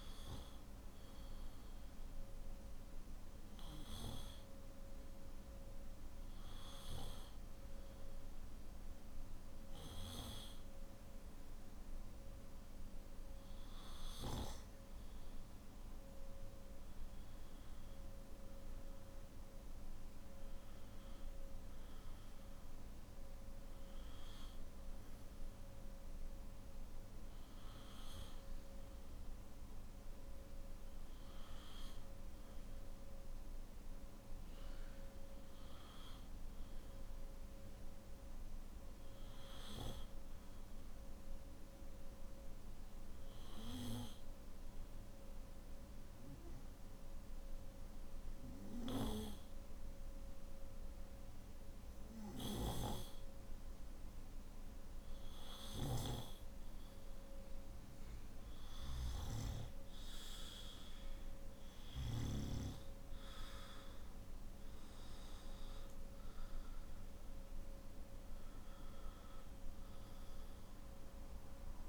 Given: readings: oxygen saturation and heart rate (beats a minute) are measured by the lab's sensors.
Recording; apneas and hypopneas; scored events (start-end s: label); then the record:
breathing in sleep by a room microphone; 1
42.00-54.50 s: hypopnea (oxygen 97% before, 94% lowest, heart rate 55 before, 53 extreme, up 2 after)
56.50-70.50 s: oxygen desaturation (device-marked, oxygen 97% before, 94% lowest, heart rate 56 before, 53 extreme)
From the record:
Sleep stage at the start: N3 (deep sleep); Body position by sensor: on the back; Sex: male